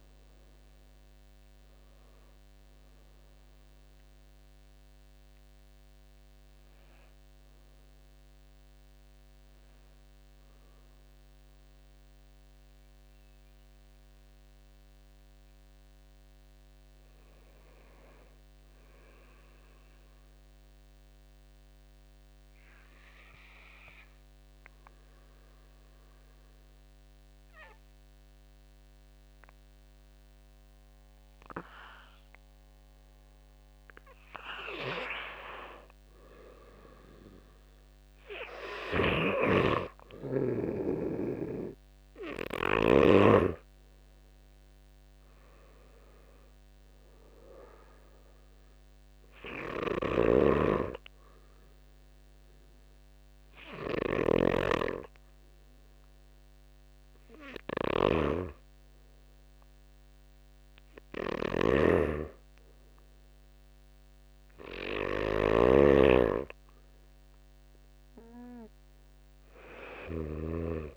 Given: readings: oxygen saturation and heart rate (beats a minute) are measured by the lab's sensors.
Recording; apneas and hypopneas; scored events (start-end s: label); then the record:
breathing in sleep by a microphone on the trachea; 2
0.00-8.00 s: oxygen desaturation (device-marked, oxygen 87% lowest, heart rate 49 extreme)
0.00-9.00 s: drop in pulse transit time (device-marked, heart rate 54 extreme)
21.00-33.50 s: obstructive apnea (oxygen 92% before, 86% lowest, heart rate 54 before, 50 extreme, up 5 after)
36.00-39.50 s: arousal
40.00-54.00 s: oxygen desaturation (device-marked, oxygen 97% before, 86% lowest, heart rate 52 before, 50 extreme)
42.00-53.00 s: drop in pulse transit time (device-marked, heart rate 52 before, 54 extreme)
48.00-58.00 s: hypopnea (oxygen 100% before, 87% lowest, heart rate 54 before, 50 extreme, up 11 after)
49.00-70.00 s: snoring (device-marked)
59.50-62.50 s: arousal
67.00-70.97 s: oxygen desaturation (device-marked, oxygen 97% before, 93% lowest, heart rate 58 before, 48 extreme)
From the record:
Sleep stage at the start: N2 (light sleep); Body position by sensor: on the back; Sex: male